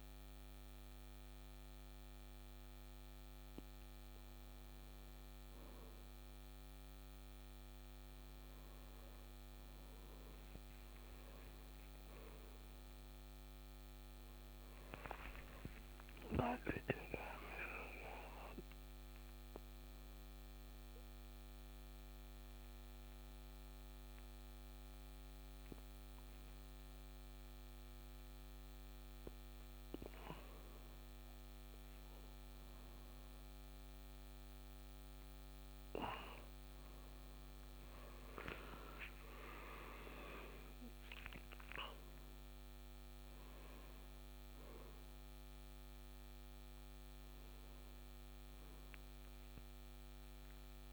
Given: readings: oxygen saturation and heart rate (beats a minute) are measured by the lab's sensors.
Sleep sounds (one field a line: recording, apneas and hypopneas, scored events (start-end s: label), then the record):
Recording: a person awake in a sleep study, by a microphone on the trachea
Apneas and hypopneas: none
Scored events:
none scored
From the record:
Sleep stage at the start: awake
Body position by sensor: on the right side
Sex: male